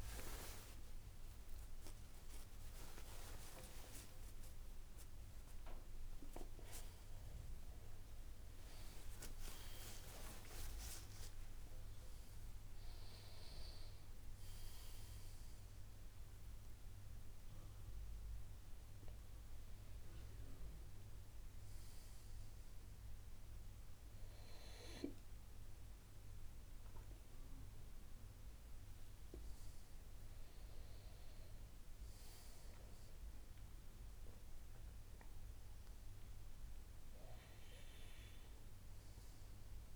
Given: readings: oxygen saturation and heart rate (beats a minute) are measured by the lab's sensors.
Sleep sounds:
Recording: a person awake in a sleep study, by a room microphone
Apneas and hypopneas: none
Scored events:
1.50-31.50 s: new sleep stage, awake
31.50-39.96 s: new sleep stage, N1 (lightest sleep)
From the record:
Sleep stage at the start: N2 (light sleep)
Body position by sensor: on the right side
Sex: male

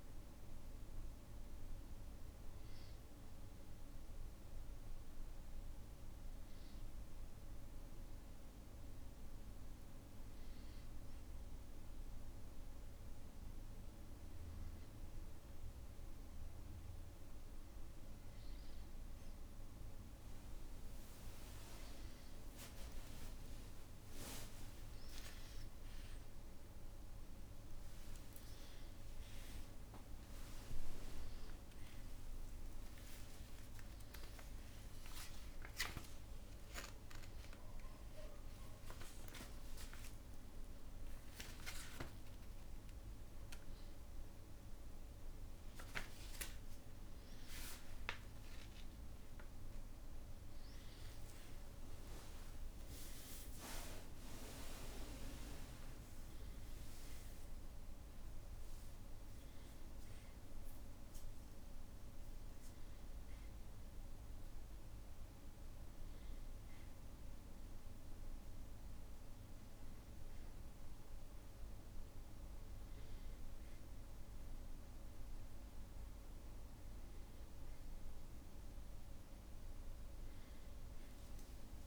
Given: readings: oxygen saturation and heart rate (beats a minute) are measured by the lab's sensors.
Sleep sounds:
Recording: a person awake in a sleep study, by a room microphone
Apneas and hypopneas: none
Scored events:
24.50-26.50 s: long interval between heartbeats (device-marked, heart rate 60 before, 71 extreme)
32.50-34.50 s: long interval between heartbeats (device-marked, heart rate 63 before, 74 extreme)
32.50-35.50 s: tachycardia (device-marked, heart rate 75 before, 97 extreme)
35.50-37.50 s: long interval between heartbeats (device-marked, heart rate 67 before, 102 extreme)
39.50-41.50 s: long interval between heartbeats (device-marked, heart rate 76 before, 80 extreme)
45.50-47.50 s: long interval between heartbeats (device-marked, heart rate 80 before, 69 extreme)
46.50-51.50 s: tachycardia (device-marked, heart rate 73 before, 121 extreme)
51.00-53.00 s: long interval between heartbeats (device-marked, heart rate 83 before, 119 extreme)
From the record:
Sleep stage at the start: awake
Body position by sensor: on the back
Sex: male

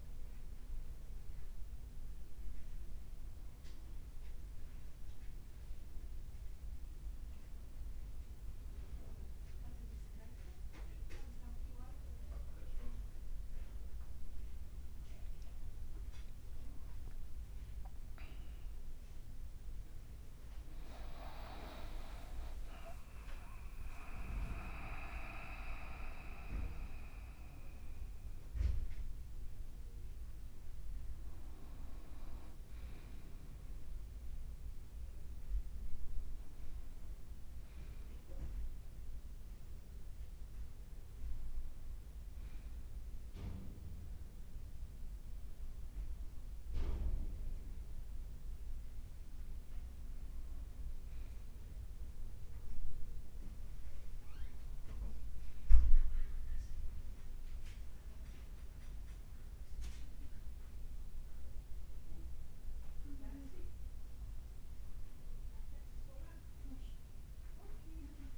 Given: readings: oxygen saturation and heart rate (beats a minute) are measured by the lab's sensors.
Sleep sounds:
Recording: breathing in sleep by a room microphone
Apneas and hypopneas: none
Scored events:
20.00-25.00 s: leg movement (device-marked)
From the record:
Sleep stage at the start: N2 (light sleep)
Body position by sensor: on the right side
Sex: male

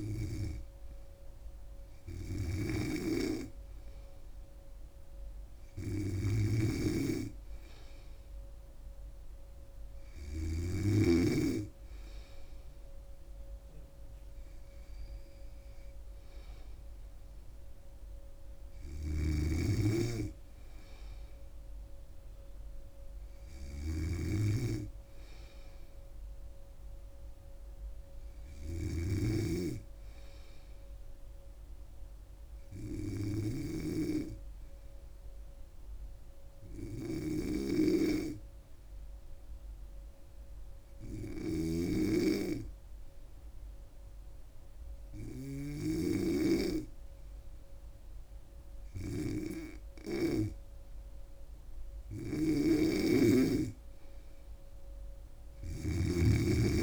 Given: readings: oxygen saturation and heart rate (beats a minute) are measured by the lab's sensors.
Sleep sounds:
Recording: breathing in sleep by a room microphone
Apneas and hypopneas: 1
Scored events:
0.00-11.00 s: snoring (device-marked)
19.00-34.00 s: snoring (device-marked)
33.00-52.50 s: hypopnea (oxygen 98% before, 95% lowest, heart rate 77 before, 74 extreme, up 2 after)
41.50-46.00 s: snoring (device-marked)
52.50-56.83 s: snoring (device-marked)
From the record:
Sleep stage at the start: N2 (light sleep)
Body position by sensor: on the back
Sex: female

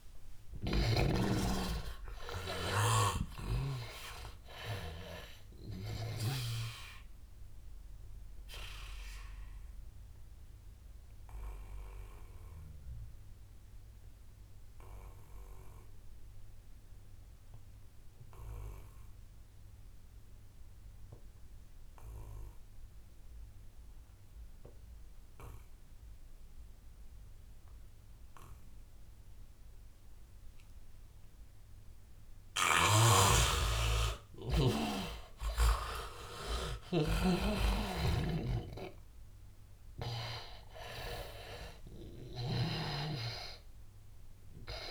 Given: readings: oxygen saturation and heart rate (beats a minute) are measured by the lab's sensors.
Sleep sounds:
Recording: breathing in sleep by a room microphone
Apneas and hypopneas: 1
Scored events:
0.00-1.00 s: arousal
0.00-4.00 s: snoring (device-marked)
0.00-18.50 s: oxygen desaturation (device-marked, oxygen 80% lowest, heart rate 76 extreme)
7.50-31.50 s: obstructive apnea (oxygen 99% before, 79% lowest, heart rate 86 before, 76 extreme, up 14 after)
27.50-44.91 s: oxygen desaturation (device-marked, oxygen 99% before, 79% lowest, heart rate 86 before, 76 extreme)
32.50-43.00 s: snoring (device-marked)
38.00-41.50 s: arousal
From the record:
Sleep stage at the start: N2 (light sleep)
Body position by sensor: on the back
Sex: male

